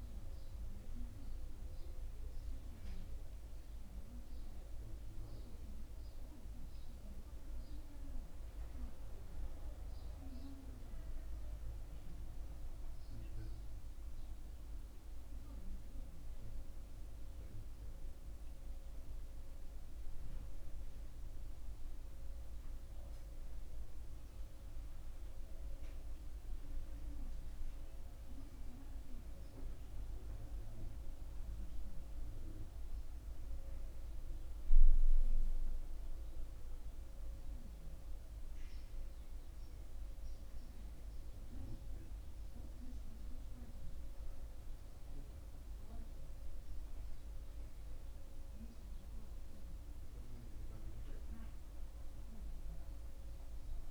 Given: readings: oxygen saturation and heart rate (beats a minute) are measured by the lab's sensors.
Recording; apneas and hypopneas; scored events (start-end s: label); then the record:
breathing in sleep by a room microphone; none
none scored
From the record:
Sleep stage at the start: N1 (lightest sleep); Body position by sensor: on the back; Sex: male